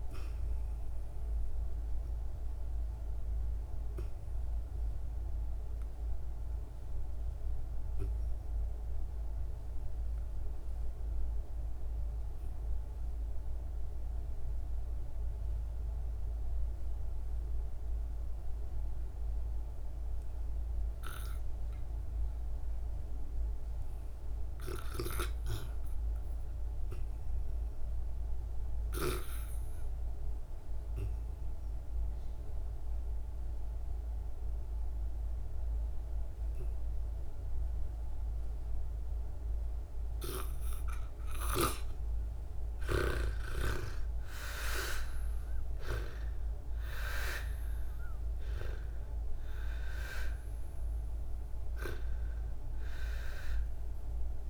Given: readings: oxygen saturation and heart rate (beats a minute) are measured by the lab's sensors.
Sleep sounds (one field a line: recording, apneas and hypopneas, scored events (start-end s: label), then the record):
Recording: breathing in sleep by a room microphone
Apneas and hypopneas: 1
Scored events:
0.00-17.00 s: oxygen desaturation (device-marked, oxygen 81% lowest, heart rate 51 extreme)
2.00-40.50 s: obstructive apnea (oxygen 98% before, 76% lowest, heart rate 54 before, 51 extreme, up 21 after)
25.00-54.50 s: oxygen desaturation (device-marked, oxygen 95% before, 76% lowest, heart rate 63 before, 51 extreme)
43.00-48.00 s: arousal
From the record:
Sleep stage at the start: REM sleep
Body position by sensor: on the back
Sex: female